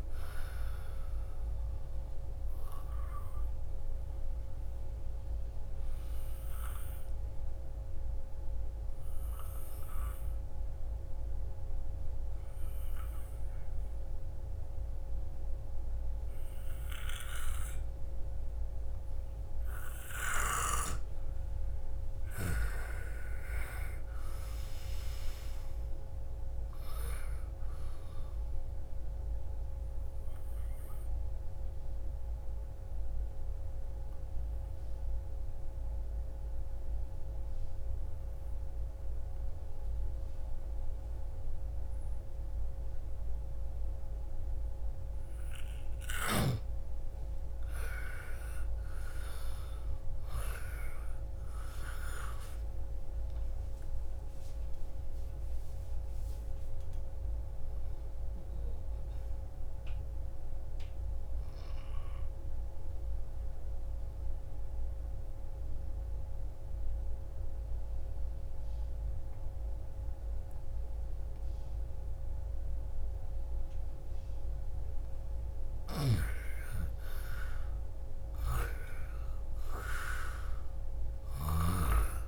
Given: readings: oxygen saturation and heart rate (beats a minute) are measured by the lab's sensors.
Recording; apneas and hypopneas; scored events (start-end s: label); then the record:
breathing in sleep by a room microphone; 3
0.50-19.50 s: oxygen desaturation (device-marked, oxygen 97% before, 86% lowest, heart rate 57 before, 54 extreme)
2.00-20.00 s: obstructive apnea (oxygen 98% before, 86% lowest, heart rate 57 before, 54 extreme, up 6 after)
22.00-25.00 s: arousal
27.50-51.50 s: oxygen desaturation (device-marked, oxygen 98% before, 88% lowest, heart rate 58 before, 36 extreme)
30.00-46.00 s: obstructive apnea (oxygen 98% before, 87% lowest, heart rate 57 before, 36 extreme, up 25 after)
51.50-56.50 s: arousal
57.50-72.50 s: oxygen desaturation (device-marked, oxygen 97% before, 87% lowest, heart rate 65 before, 41 extreme)
62.50-76.00 s: obstructive apnea (oxygen 97% before, 84% lowest, heart rate 63 before, 45 extreme, up 11 after)
75.50-81.50 s: snoring (device-marked)
77.50-81.50 s: arousal
From the record:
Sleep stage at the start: N2 (light sleep); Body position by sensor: on the left side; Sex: female